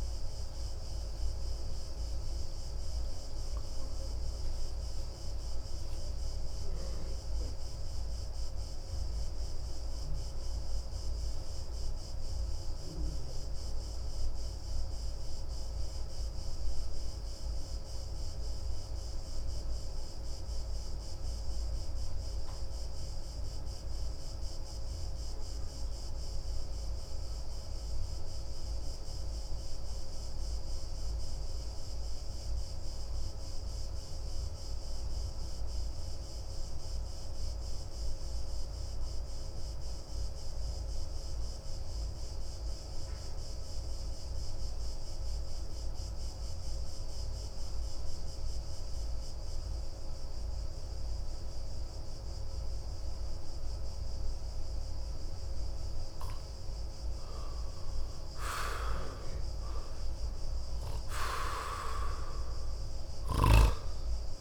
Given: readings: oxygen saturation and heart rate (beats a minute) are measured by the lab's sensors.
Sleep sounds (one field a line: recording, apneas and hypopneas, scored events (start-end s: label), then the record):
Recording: breathing in sleep, hard to hear, by a room microphone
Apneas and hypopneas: 1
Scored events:
0.00-20.00 s: oxygen desaturation (device-marked, oxygen 87% lowest)
0.50-55.50 s: obstructive apnea (oxygen 95% before, 85% lowest)
38.00-64.41 s: oxygen desaturation (device-marked, oxygen 97% before, 85% lowest)
57.00-61.50 s: arousal
From the record:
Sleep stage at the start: N2 (light sleep)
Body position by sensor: on the back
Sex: male